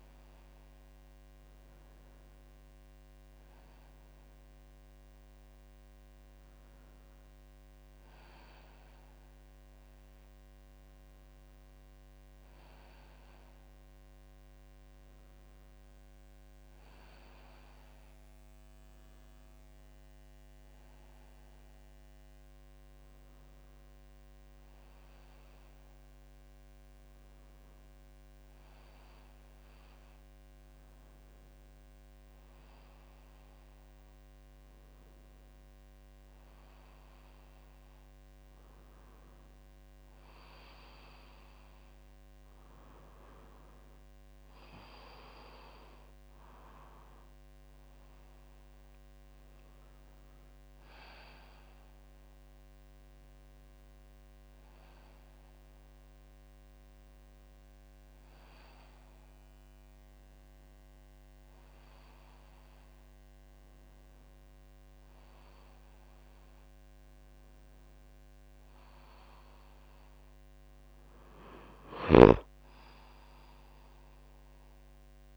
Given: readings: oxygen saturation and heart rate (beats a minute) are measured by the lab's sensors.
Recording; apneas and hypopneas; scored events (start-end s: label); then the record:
breathing in sleep by a microphone on the trachea; none
68.50-75.37 s: new sleep stage, N1 (lightest sleep)
From the record:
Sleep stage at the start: N2 (light sleep); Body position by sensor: on the back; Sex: female